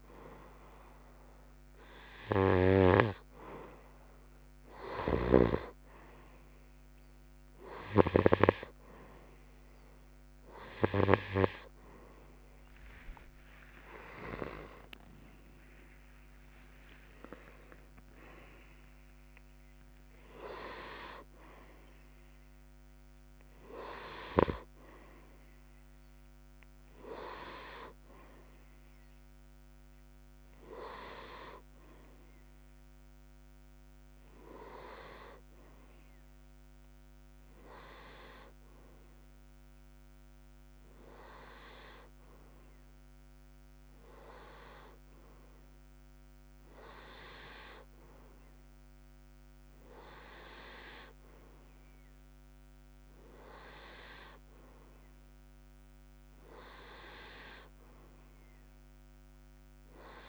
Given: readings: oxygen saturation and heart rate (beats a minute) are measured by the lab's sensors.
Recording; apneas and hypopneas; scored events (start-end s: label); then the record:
breathing in sleep by a microphone on the trachea; none
13.50-16.50 s: arousal
From the record:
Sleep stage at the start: N2 (light sleep); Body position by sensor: on the right side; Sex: male